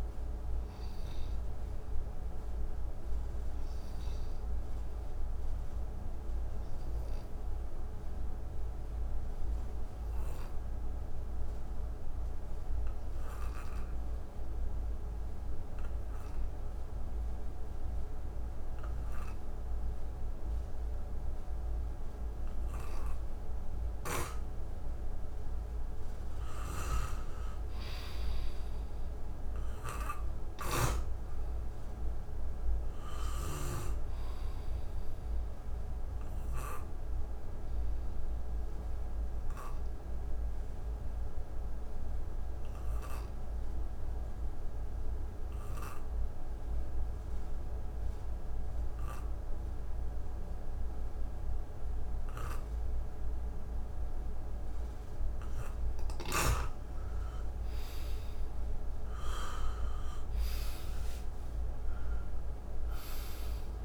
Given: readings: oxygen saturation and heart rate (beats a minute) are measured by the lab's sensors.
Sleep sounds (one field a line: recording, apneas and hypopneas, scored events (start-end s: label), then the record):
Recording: breathing in sleep by a room microphone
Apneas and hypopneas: 2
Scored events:
0.00-13.50 s: oxygen desaturation (device-marked, oxygen 83% lowest, heart rate 56 extreme)
4.50-23.50 s: obstructive apnea (oxygen 98% before, 83% lowest, heart rate 77 before, 57 extreme, up 3 after)
25.50-29.50 s: arousal
25.50-45.50 s: oxygen desaturation (device-marked, oxygen 98% before, 89% lowest, heart rate 61 before, 62 extreme)
26.50-34.00 s: snoring (device-marked)
36.00-55.50 s: obstructive apnea (oxygen 98% before, 85% lowest, heart rate 65 before, 59 extreme, up 11 after)
52.50-63.85 s: oxygen desaturation (device-marked, oxygen 96% before, 85% lowest, heart rate 64 before, 59 extreme)
58.00-61.50 s: arousal
From the record:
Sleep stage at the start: N2 (light sleep)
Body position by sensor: on the back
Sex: male